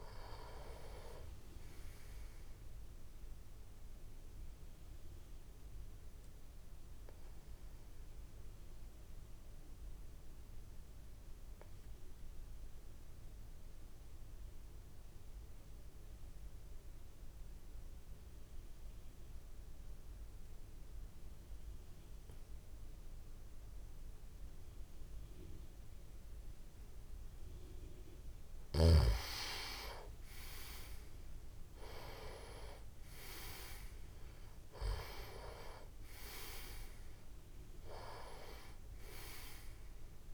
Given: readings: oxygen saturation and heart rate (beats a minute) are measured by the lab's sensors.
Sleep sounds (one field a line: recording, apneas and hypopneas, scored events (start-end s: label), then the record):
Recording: breathing in sleep by a room microphone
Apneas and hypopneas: 1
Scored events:
0.00-6.50 s: oxygen desaturation (device-marked, oxygen 93% lowest)
6.50-28.00 s: obstructive apnea (oxygen 97% before, 89% lowest)
28.50-40.34 s: oxygen desaturation (device-marked, oxygen 97% before, 89% lowest)
30.00-33.50 s: arousal
From the record:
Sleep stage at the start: N2 (light sleep)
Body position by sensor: on the back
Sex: male